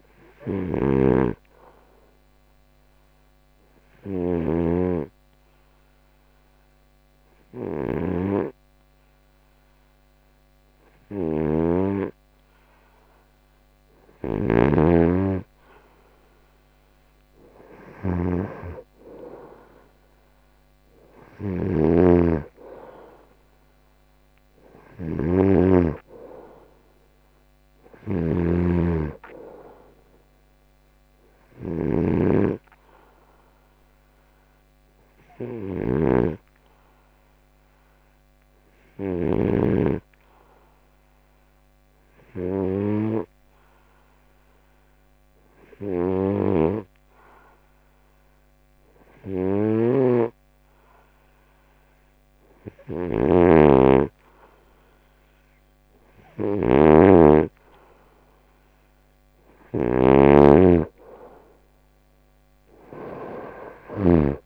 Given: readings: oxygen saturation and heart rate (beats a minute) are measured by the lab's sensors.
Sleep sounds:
breathing in sleep by a microphone on the trachea; 2
3.00-14.00 s: obstructive apnea (oxygen 96% before, 90% lowest, heart rate 72 before, 70 extreme, up 1 after)
10.00-21.00 s: oxygen desaturation (device-marked, oxygen 96% before, 91% lowest, heart rate 72 before, 68 extreme)
17.00-21.00 s: arousal
34.50-54.50 s: obstructive apnea (oxygen 95% before, 90% lowest, heart rate 73 before, 68 extreme, up 2 after)
35.00-48.00 s: oxygen desaturation (device-marked, oxygen 94% before, 90% lowest, heart rate 73 before, 68 extreme)
53.50-61.00 s: snoring (device-marked)
58.00-64.00 s: arousal
From the record:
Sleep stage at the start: N2 (light sleep); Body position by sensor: on the right side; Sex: male

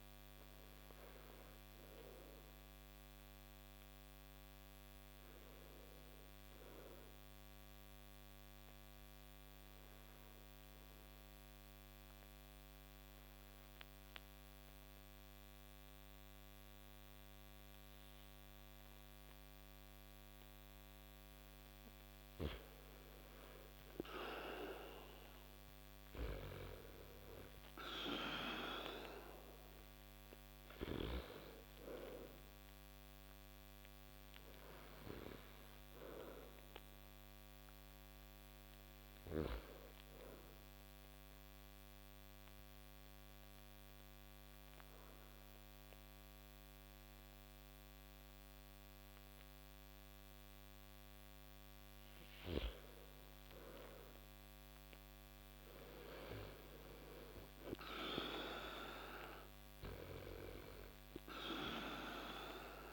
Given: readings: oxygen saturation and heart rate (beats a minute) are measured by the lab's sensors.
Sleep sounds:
breathing in sleep by a microphone on the trachea; 2
0.00-24.00 s: oxygen desaturation (device-marked, oxygen 86% lowest)
2.00-19.50 s: obstructive apnea (oxygen 97% before, 86% lowest)
23.50-28.50 s: arousal
31.00-48.00 s: oxygen desaturation (device-marked, oxygen 98% before, 89% lowest)
40.50-51.00 s: obstructive apnea (oxygen 98% before, 89% lowest)
54.00-57.50 s: arousal
From the record:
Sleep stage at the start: N2 (light sleep); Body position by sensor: on the back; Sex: male

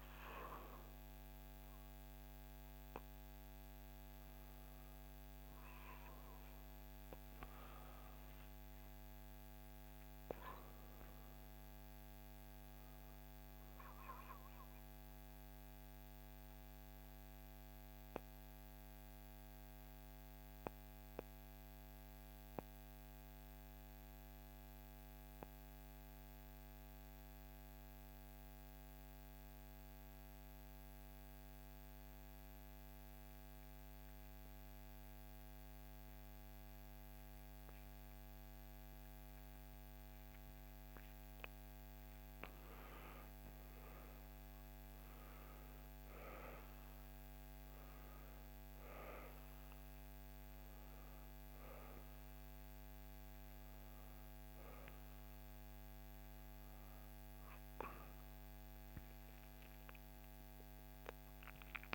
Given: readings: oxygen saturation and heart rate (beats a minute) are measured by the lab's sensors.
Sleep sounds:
breathing in sleep, hard to hear, by a microphone on the trachea; 1
9.00-12.50 s: arousal
14.00-42.00 s: mixed apnea (oxygen 99% before, 89% lowest, heart rate 67 before, 60 extreme, up 5 after)
18.50-61.95 s: new sleep stage, N2 (light sleep)
30.50-61.95 s: oxygen desaturation (device-marked, oxygen 98% before, 89% lowest, heart rate 65 before, 59 extreme)
44.00-47.00 s: arousal
From the record:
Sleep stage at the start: N1 (lightest sleep); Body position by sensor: on the back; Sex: female

